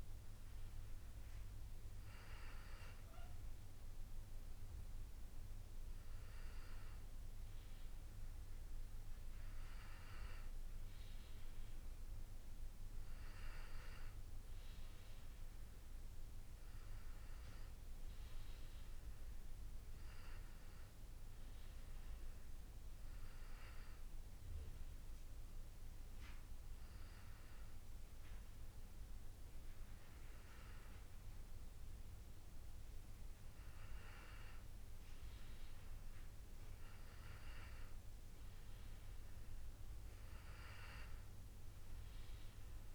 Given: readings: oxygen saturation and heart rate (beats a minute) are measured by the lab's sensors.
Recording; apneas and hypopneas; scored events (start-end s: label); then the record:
breathing in sleep by a room microphone; none
none scored
From the record:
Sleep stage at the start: N2 (light sleep); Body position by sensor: on the back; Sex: male